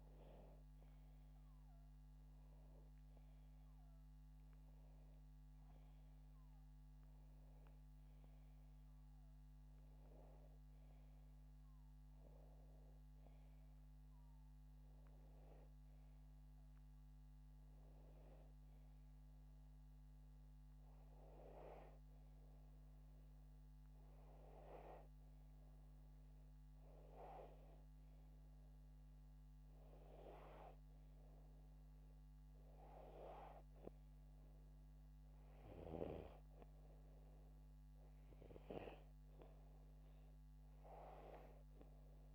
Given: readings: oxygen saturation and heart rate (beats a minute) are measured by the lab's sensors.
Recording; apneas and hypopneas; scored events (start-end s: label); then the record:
breathing in sleep by a microphone on the trachea; none
none scored
From the record:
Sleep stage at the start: N2 (light sleep); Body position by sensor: upright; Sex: male